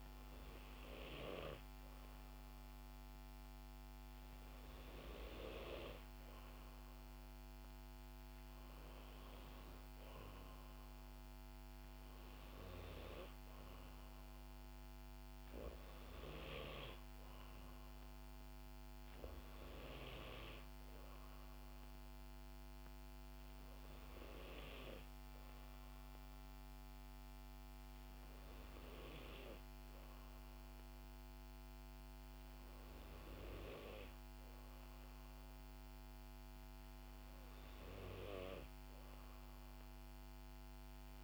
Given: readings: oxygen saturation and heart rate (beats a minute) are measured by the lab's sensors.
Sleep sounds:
breathing in sleep by a microphone on the trachea; none
none scored
From the record:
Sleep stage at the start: N2 (light sleep); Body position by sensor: on the back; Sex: female

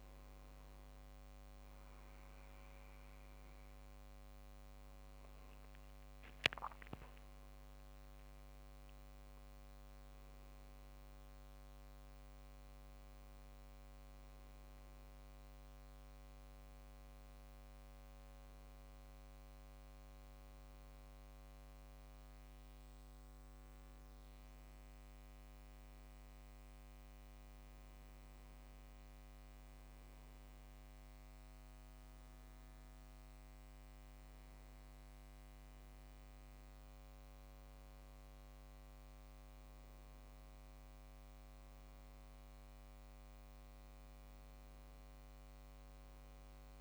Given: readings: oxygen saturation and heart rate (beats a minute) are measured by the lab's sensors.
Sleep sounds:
a person partly awake in a sleep study, hard to hear, by a microphone on the trachea; none
6.50-46.81 s: new sleep stage, N2 (light sleep)
From the record:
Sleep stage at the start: awake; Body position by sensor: on the back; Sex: male

